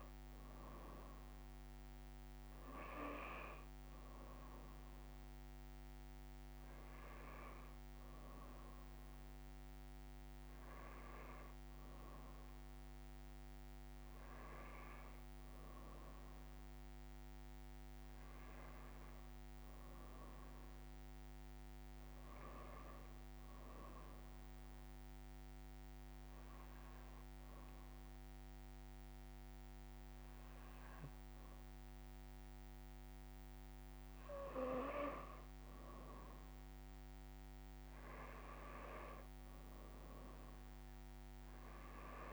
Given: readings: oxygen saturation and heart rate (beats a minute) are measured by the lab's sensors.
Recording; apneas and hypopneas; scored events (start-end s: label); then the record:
breathing in sleep by a microphone on the trachea; 1
24.00-34.00 s: hypopnea (oxygen 95% before, 92% lowest, heart rate 58 before, 57 extreme, up 1 after)
36.50-39.50 s: arousal
41.00-42.33 s: oxygen desaturation (device-marked, oxygen 95% before, 92% lowest, heart rate 58 before, 57 extreme)
From the record:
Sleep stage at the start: N2 (light sleep); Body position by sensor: on the back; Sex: female